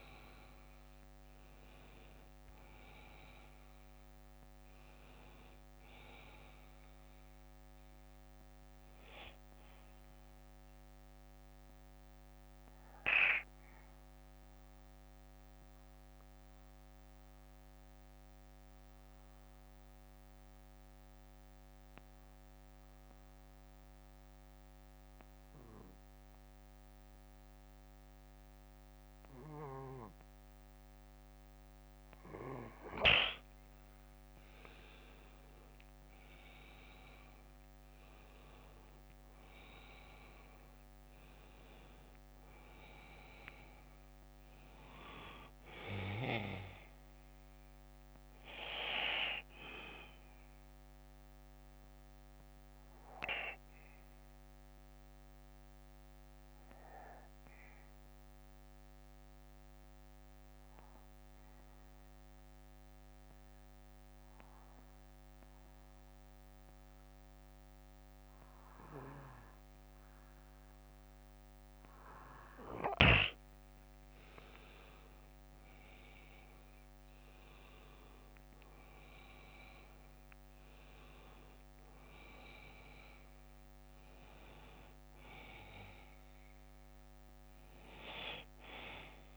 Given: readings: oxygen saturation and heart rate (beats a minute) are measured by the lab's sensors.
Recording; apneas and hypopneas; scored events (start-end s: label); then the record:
breathing in sleep by a microphone on the trachea; 2
7.00-32.00 s: bradycardia (device-marked, heart rate 60 before, 43 extreme)
10.00-33.50 s: central apnea (oxygen 97% before, 91% lowest, heart rate 63 before, 49 extreme, up 18 after)
14.00-23.00 s: oxygen desaturation (device-marked, oxygen 95% before, 92% lowest, heart rate 62 before, 54 extreme)
36.00-40.00 s: arousal
41.00-69.00 s: oxygen desaturation (device-marked, oxygen 97% before, 91% lowest, heart rate 59 before, 47 extreme)
47.00-73.00 s: bradycardia (device-marked, heart rate 60 before, 47 extreme)
50.50-73.00 s: mixed apnea (oxygen 97% before, 91% lowest, heart rate 63 before, 47 extreme, up 21 after)
75.50-79.00 s: arousal
81.00-88.00 s: oxygen desaturation (device-marked, oxygen 97% before, 94% lowest, heart rate 57 before, 52 extreme)
88.00-89.37 s: bradycardia (device-marked, heart rate 60 before, 60 extreme)
From the record:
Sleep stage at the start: N2 (light sleep); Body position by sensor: on the back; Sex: male